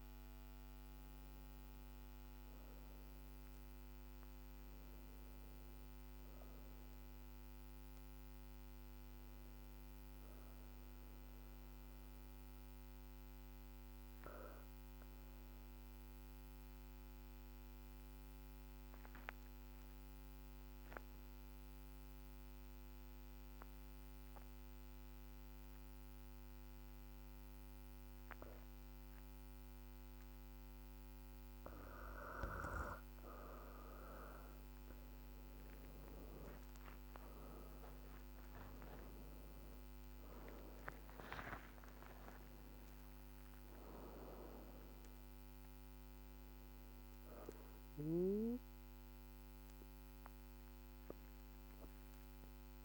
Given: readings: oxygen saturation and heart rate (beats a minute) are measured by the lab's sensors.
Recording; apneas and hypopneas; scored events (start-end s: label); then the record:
breathing in sleep by a microphone on the trachea; 1
0.00-4.00 s: oxygen desaturation (device-marked, oxygen 88% lowest, heart rate 49 extreme)
5.50-9.00 s: arousal
11.00-33.00 s: mixed apnea (oxygen 99% before, 83% lowest, heart rate 51 before, 50 extreme, up 36 after)
29.00-52.85 s: oxygen desaturation (device-marked, oxygen 99% before, 83% lowest, heart rate 51 before, 49 extreme)
36.00-40.00 s: arousal
From the record:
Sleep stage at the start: N2 (light sleep); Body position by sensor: on the back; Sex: female